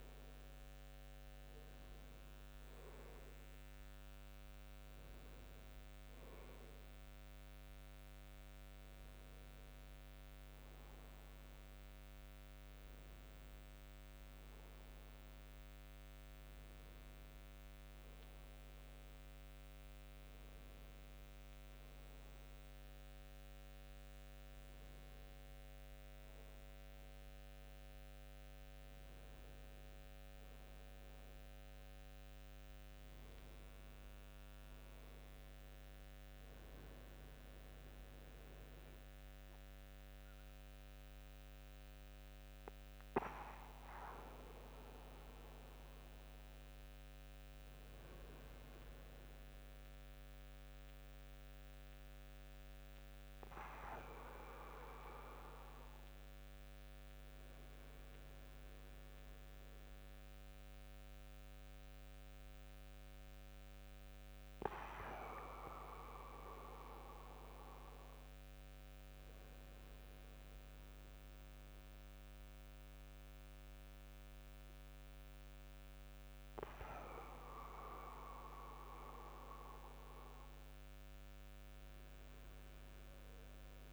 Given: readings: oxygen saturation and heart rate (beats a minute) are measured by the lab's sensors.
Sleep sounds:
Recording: breathing in sleep by a microphone on the trachea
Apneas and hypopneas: none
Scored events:
7.00-83.93 s: new sleep stage, N1 (lightest sleep)
38.00-40.00 s: long interval between heartbeats (device-marked, heart rate 88 before, 84 extreme)
39.00-45.00 s: bradycardia (device-marked, heart rate 96 before, 36 extreme)
50.00-52.00 s: long interval between heartbeats (device-marked, heart rate 73 before, 80 extreme)
52.00-54.00 s: long interval between heartbeats (device-marked, heart rate 73 before, 69 extreme)
60.50-62.50 s: long interval between heartbeats (device-marked, heart rate 65 before, 89 extreme)
62.00-68.00 s: bradycardia (device-marked)
73.00-75.00 s: long interval between heartbeats (device-marked, heart rate 65 before, 92 extreme)
75.00-82.00 s: bradycardia (device-marked)
From the record:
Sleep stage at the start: N2 (light sleep)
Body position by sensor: upright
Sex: male

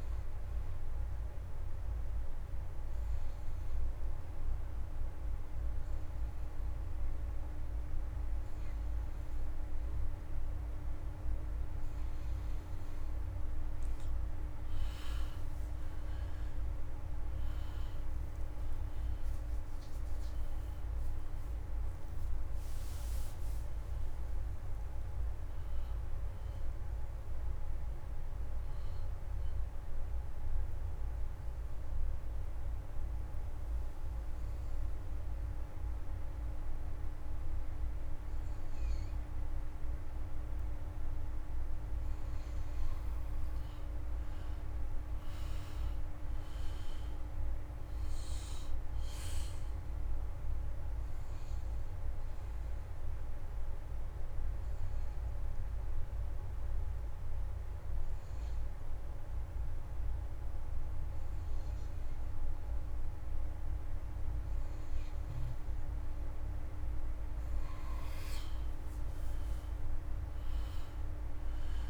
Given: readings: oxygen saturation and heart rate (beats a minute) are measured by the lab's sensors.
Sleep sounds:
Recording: breathing in sleep, hard to hear, by a room microphone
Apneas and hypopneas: 3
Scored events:
0.00-9.00 s: oxygen desaturation (device-marked, oxygen 86% lowest, heart rate 109 extreme)
2.00-13.00 s: hypopnea (oxygen 96% before, 86% lowest, heart rate 151 before, 96 extreme)
15.00-19.00 s: arousal
18.00-23.00 s: oxygen desaturation (device-marked, oxygen 94% before, 90% lowest, heart rate 158 before, 94 extreme)
30.00-42.00 s: oxygen desaturation (device-marked, oxygen 92% before, 88% lowest, heart rate 151 before, 73 extreme)
31.50-42.00 s: obstructive apnea (oxygen 94% before, 86% lowest, heart rate 150 before, 73 extreme, up 45 after)
44.00-47.50 s: arousal
53.50-65.00 s: obstructive apnea (oxygen 97% before, 86% lowest, heart rate 106 before, 83 extreme)
55.00-64.00 s: oxygen desaturation (device-marked, oxygen 97% before, 86% lowest, heart rate 102 before, 83 extreme)
68.00-71.50 s: arousal
From the record:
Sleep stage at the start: N2 (light sleep)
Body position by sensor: on the back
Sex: male

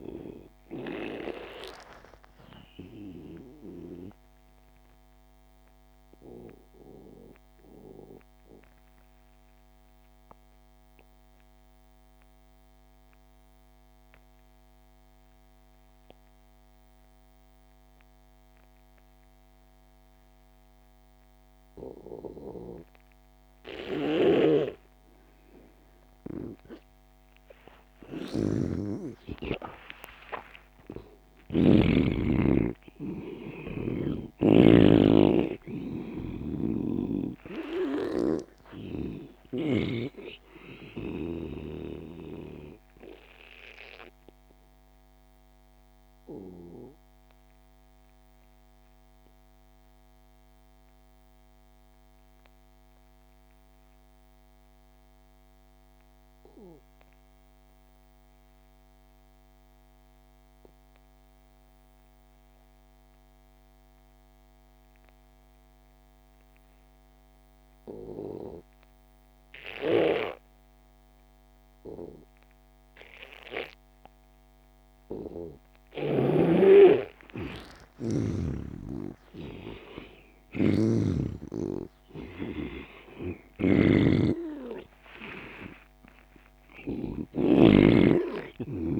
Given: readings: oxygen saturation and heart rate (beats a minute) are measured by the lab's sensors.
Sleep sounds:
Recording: breathing in sleep by a microphone on the trachea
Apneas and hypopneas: 2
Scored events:
0.00-11.50 s: oxygen desaturation (device-marked, oxygen 84% lowest)
2.00-26.50 s: mixed apnea (oxygen 98% before, 82% lowest)
24.00-31.50 s: snoring (device-marked)
25.50-48.50 s: oxygen desaturation (device-marked, oxygen 98% before, 86% lowest)
28.50-32.00 s: arousal
36.00-40.00 s: snoring (device-marked)
43.00-74.00 s: obstructive apnea (oxygen 99% before, 80% lowest)
66.50-88.99 s: oxygen desaturation (device-marked, oxygen 98% before, 80% lowest)
77.00-81.00 s: arousal
83.50-87.50 s: snoring (device-marked)
From the record:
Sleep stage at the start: N2 (light sleep)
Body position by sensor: on the back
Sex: male

